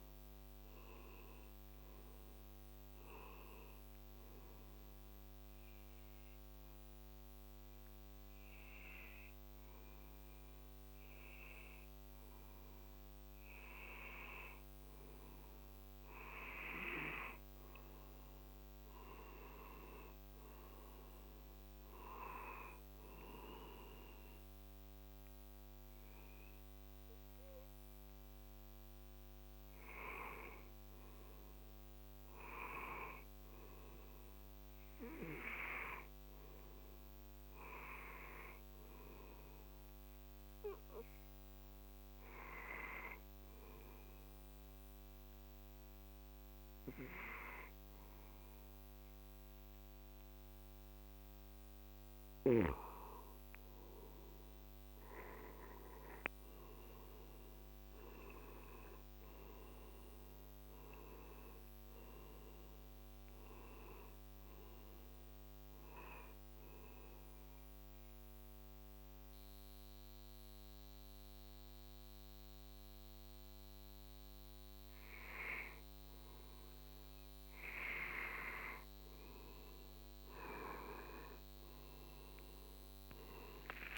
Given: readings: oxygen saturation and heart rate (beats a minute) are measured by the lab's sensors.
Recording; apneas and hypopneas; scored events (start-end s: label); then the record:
breathing in sleep by a microphone on the trachea; 3
3.50-15.00 s: obstructive apnea (oxygen 92% before, 88% lowest, heart rate 61 before, 57 extreme, up 4 after)
17.00-21.00 s: arousal
21.00-34.00 s: oxygen desaturation (device-marked, oxygen 92% before, 89% lowest, heart rate 59 before, 56 extreme)
40.00-51.00 s: hypopnea (oxygen 93% before, 88% lowest, heart rate 59 before, 53 extreme, up 4 after)
54.50-58.50 s: arousal
58.00-72.00 s: oxygen desaturation (device-marked, oxygen 93% before, 88% lowest, heart rate 58 before, 53 extreme)
66.50-76.50 s: mixed apnea (oxygen 93% before, 88% lowest, heart rate 59 before, 53 extreme, up 16 after)
79.50-83.98 s: arousal
From the record:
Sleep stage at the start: N2 (light sleep); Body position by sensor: on the back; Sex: male